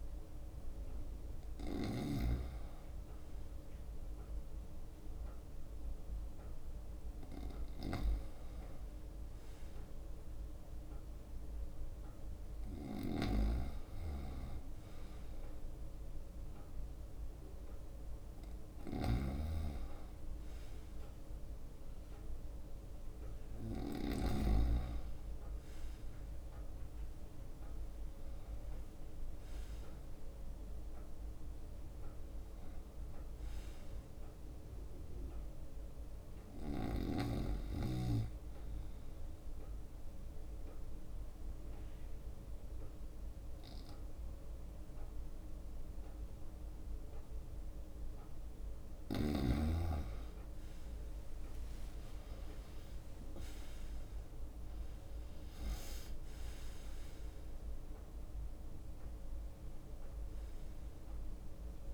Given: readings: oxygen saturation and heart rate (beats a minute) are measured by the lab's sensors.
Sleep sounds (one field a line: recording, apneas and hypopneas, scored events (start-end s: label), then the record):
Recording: breathing in sleep by a room microphone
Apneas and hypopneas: 1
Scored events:
6.50-13.00 s: leg movement (device-marked)
13.00-24.50 s: snoring (device-marked)
15.50-20.50 s: leg movement (device-marked)
24.50-26.00 s: leg movement (device-marked)
27.00-30.50 s: leg movement (device-marked)
39.50-50.50 s: mixed apnea (oxygen 96% before, 92% lowest, heart rate 68 before, 65 extreme, up 8 after)
42.00-48.00 s: leg movement (device-marked)
49.00-57.50 s: leg movement (device-marked)
53.00-58.50 s: arousal
54.50-61.94 s: oxygen desaturation (device-marked, oxygen 96% before, 92% lowest, heart rate 67 before, 66 extreme)
55.50-61.94 s: drop in pulse transit time (device-marked, heart rate 67 before, 67 extreme)
59.00-61.94 s: leg movement (device-marked)
From the record:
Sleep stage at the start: N2 (light sleep)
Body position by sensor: on the right side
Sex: male